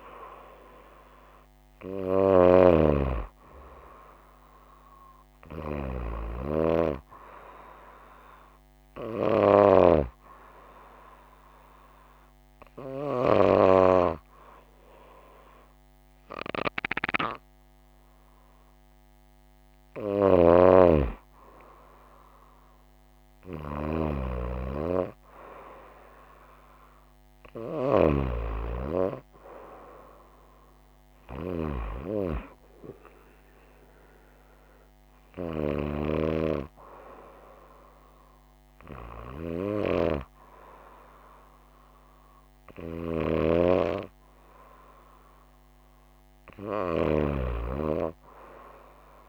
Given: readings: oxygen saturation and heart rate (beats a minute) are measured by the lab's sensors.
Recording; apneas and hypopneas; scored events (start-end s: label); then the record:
breathing in sleep by a microphone on the trachea; 1
9.00-20.50 s: hypopnea (oxygen 96% before, 94% lowest, heart rate 63 before, 55 extreme, up 5 after)
23.00-27.00 s: arousal
From the record:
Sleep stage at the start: N2 (light sleep); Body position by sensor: on the right side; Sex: female